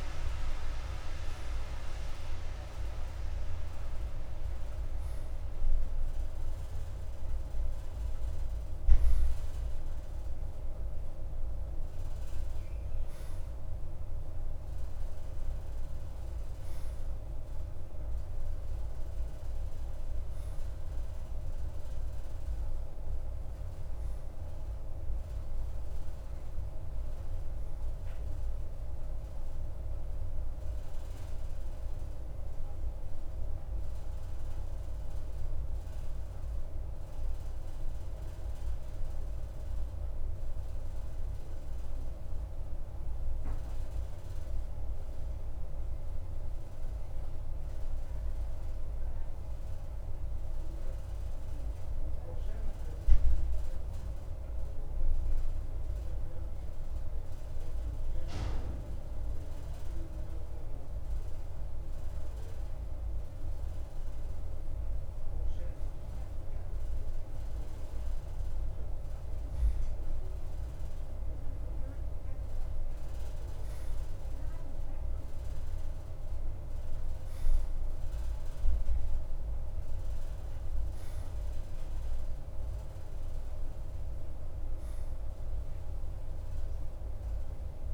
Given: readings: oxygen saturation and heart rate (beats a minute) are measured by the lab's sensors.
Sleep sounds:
breathing in sleep, hard to hear, by a room microphone; 1
38.00-60.00 s: obstructive apnea (oxygen 94% before, 92% lowest, heart rate 55 before, 52 extreme, up 2 after)
62.00-66.00 s: arousal
From the record:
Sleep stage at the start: N2 (light sleep); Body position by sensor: on the right side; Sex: male

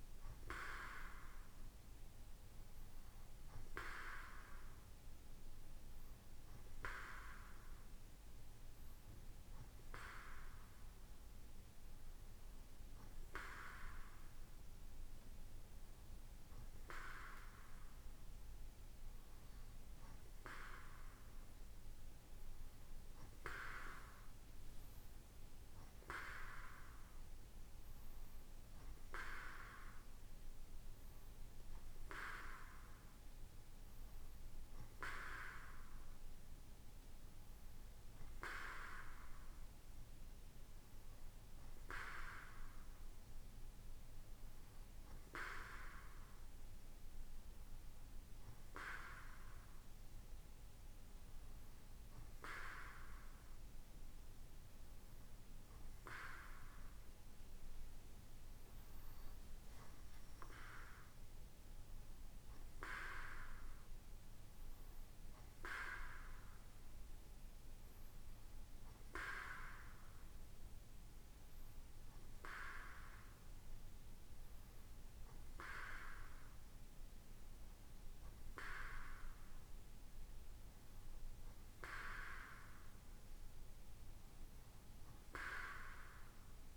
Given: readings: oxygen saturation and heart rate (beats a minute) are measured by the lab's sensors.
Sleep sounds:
breathing in sleep by a room microphone; none
none scored
From the record:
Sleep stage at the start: N2 (light sleep); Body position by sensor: on the right side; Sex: male

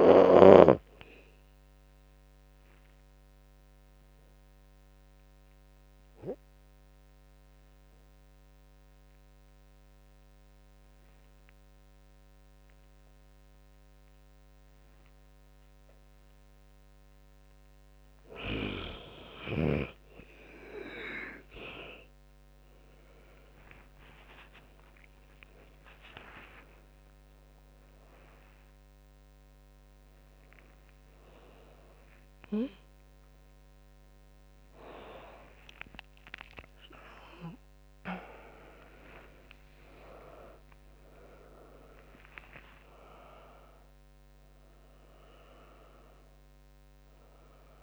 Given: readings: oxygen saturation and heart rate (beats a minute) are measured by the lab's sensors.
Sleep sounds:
a person awake in a sleep study, by a microphone on the trachea; 1
0.00-7.50 s: drop in pulse transit time (device-marked, heart rate 75 extreme)
1.50-17.50 s: oxygen desaturation (device-marked, oxygen 98% before, 93% lowest, heart rate 76 before, 68 extreme)
2.50-16.50 s: obstructive apnea (oxygen 98% before, 92% lowest, heart rate 76 before, 68 extreme, up 22 after)
17.50-47.83 s: new sleep stage, awake
24.50-31.50 s: oxygen desaturation (device-marked, oxygen 97% before, 92% lowest, heart rate 77 before, 76 extreme)
41.50-46.50 s: tachycardia (device-marked, heart rate 78 before, 102 extreme)
From the record:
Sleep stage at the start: N2 (light sleep); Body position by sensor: on the back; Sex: female

